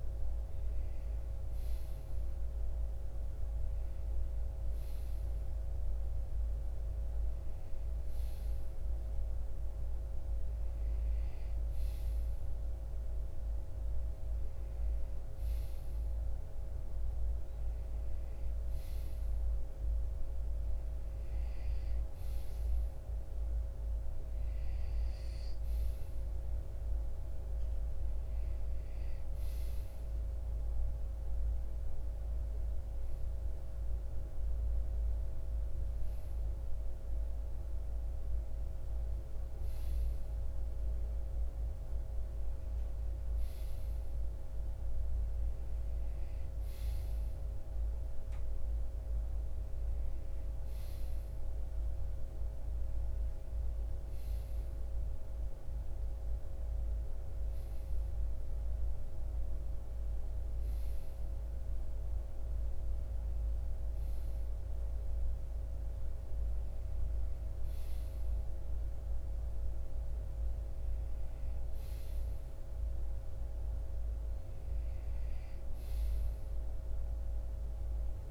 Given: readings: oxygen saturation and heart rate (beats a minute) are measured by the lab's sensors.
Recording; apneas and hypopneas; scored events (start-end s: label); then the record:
breathing in sleep, hard to hear, by a room microphone; none
none scored
From the record:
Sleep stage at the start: REM sleep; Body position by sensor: on the right side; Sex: male